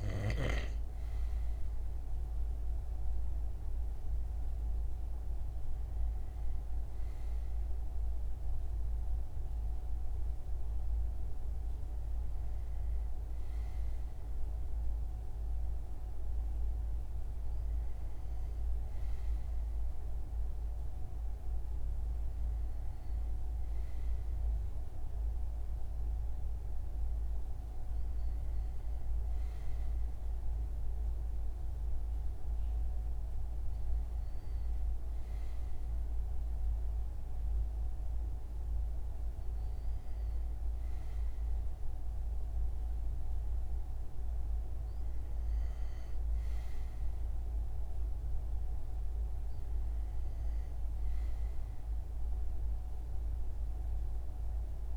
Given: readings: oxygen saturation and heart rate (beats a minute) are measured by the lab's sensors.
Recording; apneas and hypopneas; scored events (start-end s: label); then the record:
breathing in sleep, hard to hear, by a room microphone; none
none scored
From the record:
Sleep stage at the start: N2 (light sleep); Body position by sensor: on the front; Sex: male